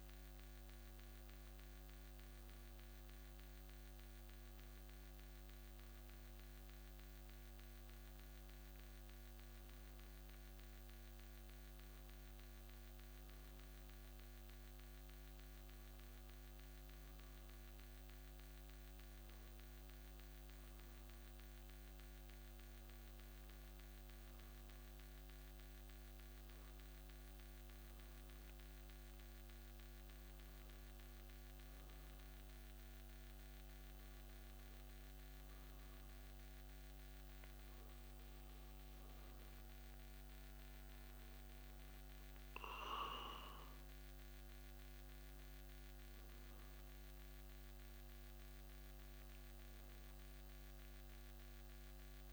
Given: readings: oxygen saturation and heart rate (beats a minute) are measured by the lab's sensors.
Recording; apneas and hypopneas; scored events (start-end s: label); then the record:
breathing in sleep, hard to hear, by a microphone on the trachea; none
none scored
From the record:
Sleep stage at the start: N1 (lightest sleep); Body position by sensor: on the back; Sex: male